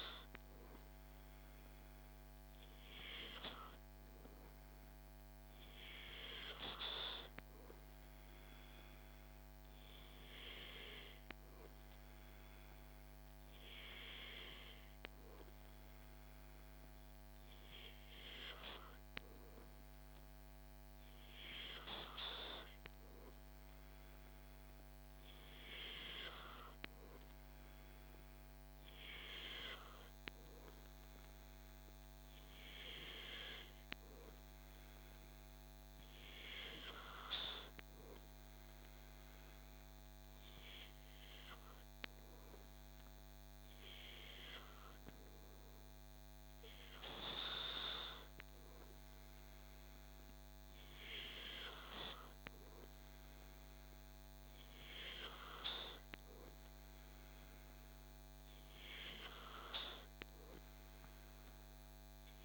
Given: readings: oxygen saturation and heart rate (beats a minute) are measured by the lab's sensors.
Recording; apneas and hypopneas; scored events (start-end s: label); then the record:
breathing in sleep by a microphone on the trachea; none
26.00-62.45 s: new sleep stage, N3 (deep sleep)
From the record:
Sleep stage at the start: N2 (light sleep); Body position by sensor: on the back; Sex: male